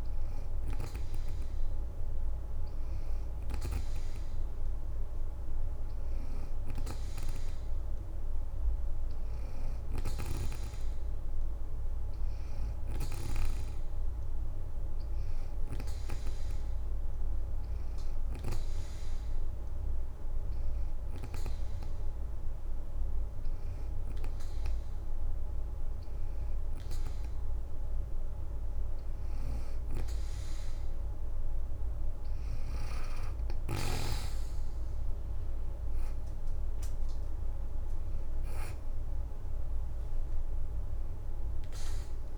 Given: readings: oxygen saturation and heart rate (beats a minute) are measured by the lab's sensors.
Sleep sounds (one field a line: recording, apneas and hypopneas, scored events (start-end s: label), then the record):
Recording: breathing in sleep by a room microphone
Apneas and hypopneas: 1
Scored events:
0.00-8.50 s: oxygen desaturation (device-marked, oxygen 86% lowest, heart rate 73 extreme)
17.50-27.50 s: hypopnea (oxygen 90% before, 83% lowest, heart rate 81 before, 63 extreme, up 1 after)
30.00-33.00 s: arousal
35.50-42.38 s: oxygen desaturation (device-marked, oxygen 89% before, 83% lowest, heart rate 79 before, 63 extreme)
From the record:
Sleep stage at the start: N2 (light sleep)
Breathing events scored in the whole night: 170 in 4.5 hours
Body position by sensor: on the back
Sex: female